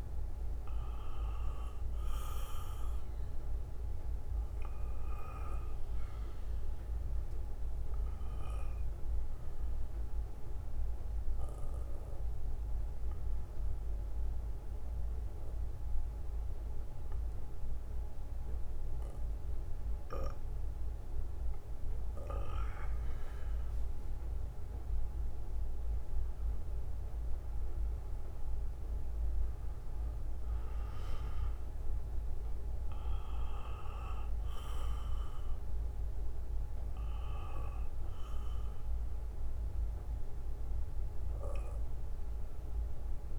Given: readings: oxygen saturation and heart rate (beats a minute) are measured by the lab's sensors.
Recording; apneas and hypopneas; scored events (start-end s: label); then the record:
breathing in sleep by a room microphone; 1
0.00-18.00 s: bradycardia (device-marked, heart rate 52 extreme)
8.50-22.50 s: mixed apnea (oxygen 96% before, 92% lowest, heart rate 61 before, 50 extreme, up 22 after)
20.00-22.00 s: bradycardia (device-marked, heart rate 60 before, 58 extreme)
26.00-30.50 s: arousal
32.00-43.39 s: bradycardia (device-marked, heart rate 60 before, 50 extreme)
From the record:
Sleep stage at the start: N2 (light sleep); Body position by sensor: on the back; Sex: male